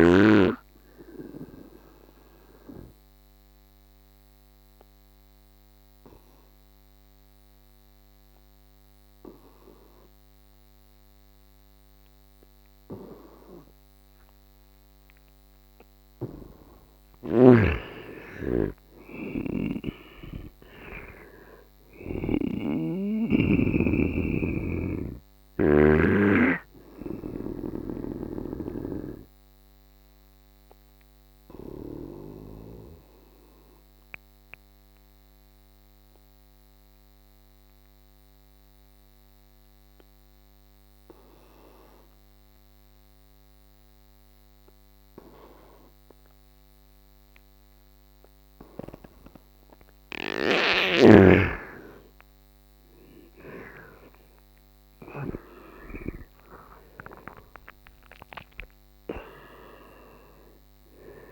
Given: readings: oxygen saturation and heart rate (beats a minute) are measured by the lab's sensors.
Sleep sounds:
breathing in sleep by a microphone on the trachea; 2
0.00-2.00 s: oxygen desaturation (device-marked, oxygen 89% lowest, heart rate 72 extreme)
2.00-16.50 s: obstructive apnea (oxygen 99% before, 84% lowest, heart rate 77 before, 72 extreme, up 10 after)
17.00-22.00 s: snoring (device-marked)
18.50-22.50 s: arousal
22.00-43.00 s: oxygen desaturation (device-marked, oxygen 96% before, 84% lowest, heart rate 74 before, 69 extreme)
24.00-27.50 s: snoring (device-marked)
28.50-49.00 s: obstructive apnea (oxygen 98% before, 84% lowest, heart rate 76 before, 69 extreme, up 15 after)
51.00-55.50 s: arousal
52.00-61.32 s: oxygen desaturation (device-marked, oxygen 100% before, 85% lowest, heart rate 73 before, 70 extreme)
From the record:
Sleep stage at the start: N2 (light sleep); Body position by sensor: on the right side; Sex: male

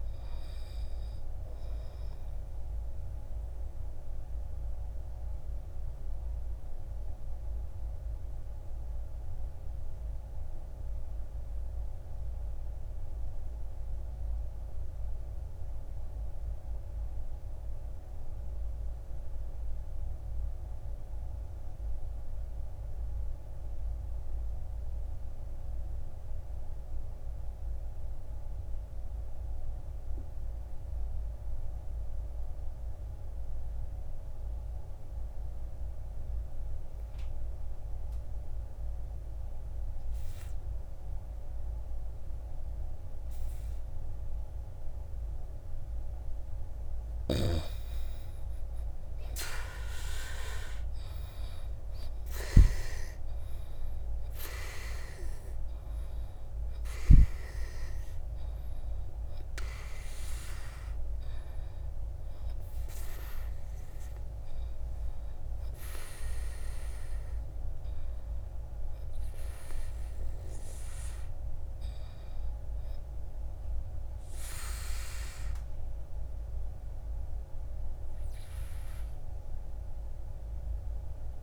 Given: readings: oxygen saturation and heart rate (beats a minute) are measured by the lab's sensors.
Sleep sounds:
breathing in sleep by a room microphone; 1
0.00-18.00 s: oxygen desaturation (device-marked, oxygen 82% lowest, heart rate 50 extreme)
3.00-46.00 s: obstructive apnea (oxygen 100% before, 75% lowest, heart rate 66 before, 50 extreme, up 9 after)
34.00-81.43 s: oxygen desaturation (device-marked, oxygen 100% before, 75% lowest, heart rate 54 before, 52 extreme)
48.50-53.00 s: arousal
From the record:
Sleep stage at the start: N2 (light sleep); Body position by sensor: on the back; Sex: male

